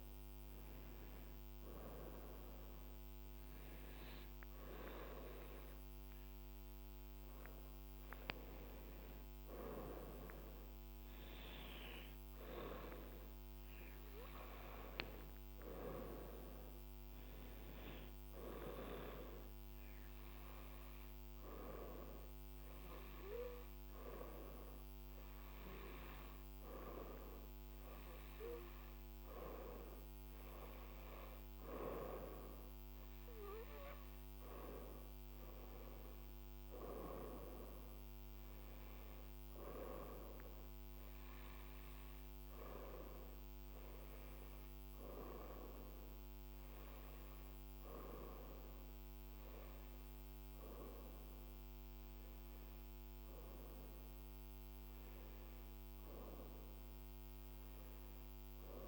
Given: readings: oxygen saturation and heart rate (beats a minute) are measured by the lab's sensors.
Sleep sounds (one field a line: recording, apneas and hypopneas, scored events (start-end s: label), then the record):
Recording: breathing in sleep by a microphone on the trachea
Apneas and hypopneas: none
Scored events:
none scored
From the record:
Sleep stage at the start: N1 (lightest sleep)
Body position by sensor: on the right side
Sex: female